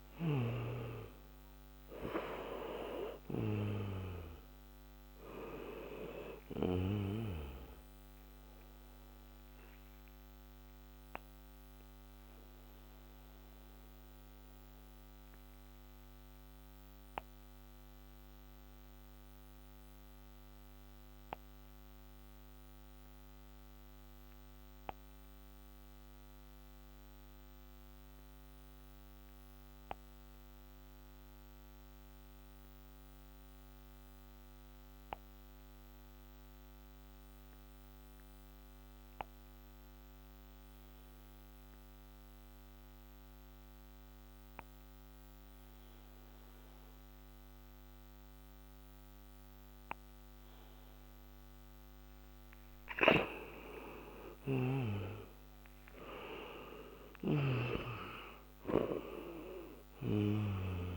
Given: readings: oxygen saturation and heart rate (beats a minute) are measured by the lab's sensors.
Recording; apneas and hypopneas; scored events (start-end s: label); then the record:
breathing in sleep by a microphone on the trachea; 1
0.00-30.00 s: oxygen desaturation (device-marked, oxygen 85% lowest, heart rate 56 extreme)
9.50-50.50 s: obstructive apnea (oxygen 97% before, 85% lowest, heart rate 64 before, 55 extreme, up 13 after)
54.50-58.50 s: arousal
57.00-60.97 s: oxygen desaturation (device-marked, oxygen 95% before, 86% lowest, heart rate 62 before, 54 extreme)
From the record:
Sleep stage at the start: N2 (light sleep); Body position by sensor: on the back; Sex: male